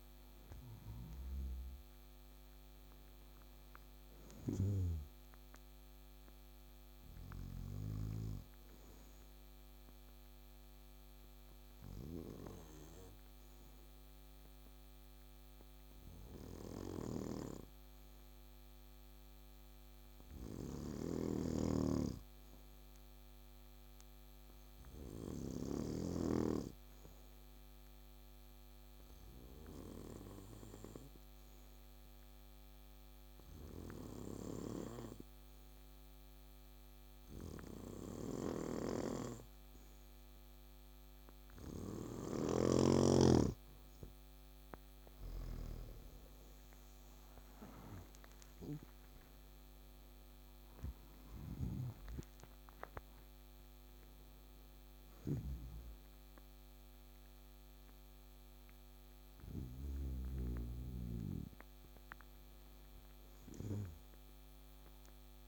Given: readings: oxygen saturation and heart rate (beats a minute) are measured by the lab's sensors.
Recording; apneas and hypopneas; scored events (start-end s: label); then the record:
breathing in sleep by a microphone on the trachea; 1
0.00-17.50 s: oxygen desaturation (device-marked, oxygen 91% lowest, heart rate 64 extreme)
10.50-42.00 s: obstructive apnea (oxygen 96% before, 91% lowest, heart rate 74 before, 64 extreme, up 13 after)
21.00-26.00 s: snoring (device-marked)
31.50-65.48 s: oxygen desaturation (device-marked, oxygen 99% before, 91% lowest, heart rate 65 before, 62 extreme)
42.00-59.50 s: snoring (device-marked)
44.50-48.00 s: arousal
From the record:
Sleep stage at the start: N2 (light sleep); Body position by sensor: on the back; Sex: male